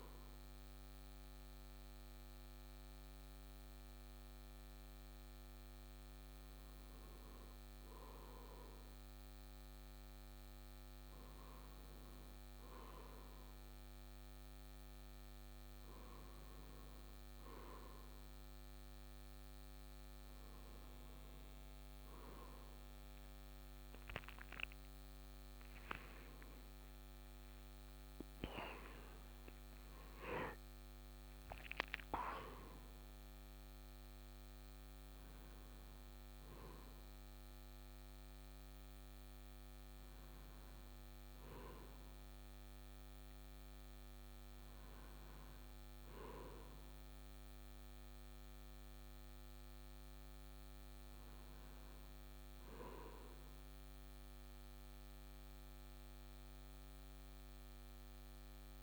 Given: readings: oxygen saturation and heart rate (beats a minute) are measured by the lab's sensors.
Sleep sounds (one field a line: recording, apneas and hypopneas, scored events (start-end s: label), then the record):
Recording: breathing in sleep by a microphone on the trachea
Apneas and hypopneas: none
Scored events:
19.00-58.83 s: new sleep stage, N1 (lightest sleep)
24.00-28.00 s: arousal
From the record:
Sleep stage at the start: N2 (light sleep)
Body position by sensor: on the right side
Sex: male